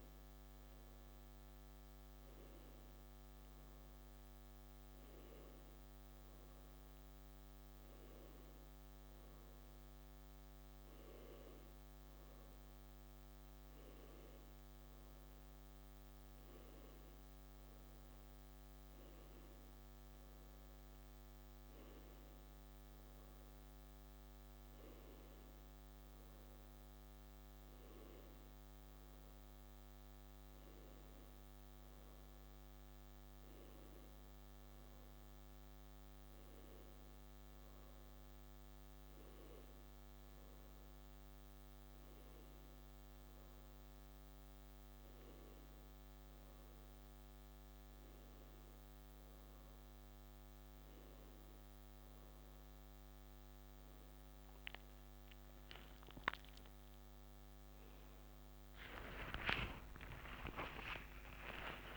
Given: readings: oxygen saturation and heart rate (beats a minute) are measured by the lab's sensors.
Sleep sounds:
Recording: breathing in sleep, hard to hear, by a microphone on the trachea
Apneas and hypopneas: none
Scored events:
52.00-61.97 s: new sleep stage, awake
From the record:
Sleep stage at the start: N2 (light sleep)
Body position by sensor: on the back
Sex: male

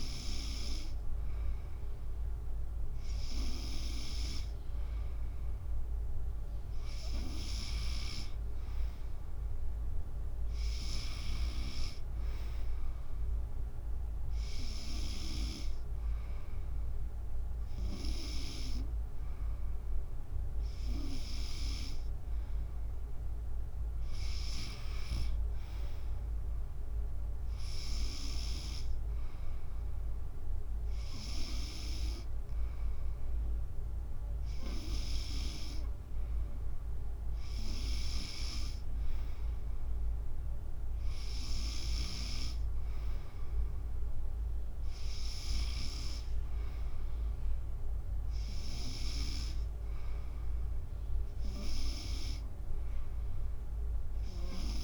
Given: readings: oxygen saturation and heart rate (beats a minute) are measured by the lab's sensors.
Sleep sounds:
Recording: breathing in sleep by a room microphone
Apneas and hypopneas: none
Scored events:
none scored
From the record:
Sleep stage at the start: N2 (light sleep)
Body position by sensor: on the back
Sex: female

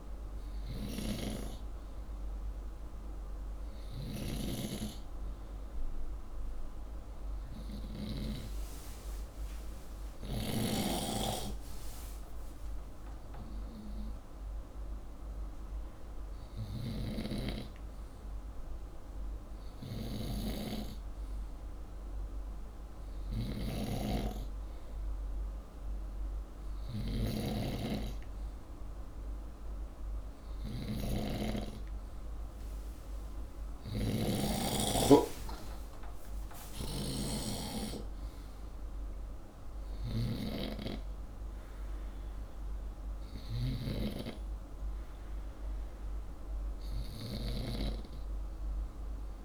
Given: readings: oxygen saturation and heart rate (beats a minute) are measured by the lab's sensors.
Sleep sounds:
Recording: breathing in sleep by a room microphone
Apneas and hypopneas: none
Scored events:
23.00-43.50 s: snoring (device-marked)
33.00-48.00 s: oxygen desaturation (device-marked, oxygen 95% before, 92% lowest, heart rate 66 before, 67 extreme)
From the record:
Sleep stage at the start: N2 (light sleep)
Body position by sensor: upright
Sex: male

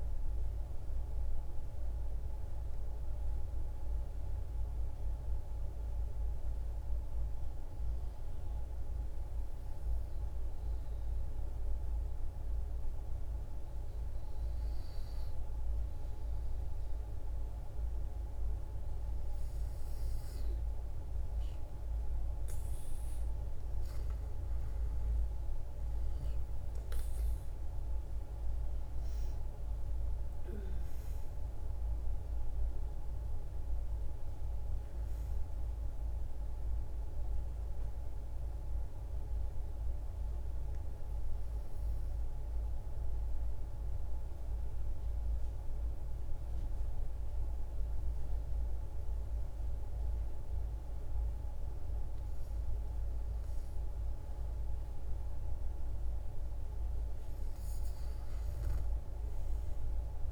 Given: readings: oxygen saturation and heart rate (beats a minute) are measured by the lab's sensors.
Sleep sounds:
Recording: breathing in sleep, hard to hear, by a room microphone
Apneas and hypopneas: 2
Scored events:
6.00-18.50 s: hypopnea (oxygen 95% before, 92% lowest, heart rate 63 before, 56 extreme, up 8 after)
24.50-29.00 s: arousal
25.50-52.50 s: oxygen desaturation (device-marked, oxygen 96% before, 92% lowest, heart rate 58 before, 56 extreme)
42.50-52.50 s: obstructive apnea (oxygen 96% before, 92% lowest, heart rate 65 before, 56 extreme, up 4 after)
54.50-58.00 s: arousal
From the record:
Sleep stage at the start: N2 (light sleep)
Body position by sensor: on the back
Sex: female

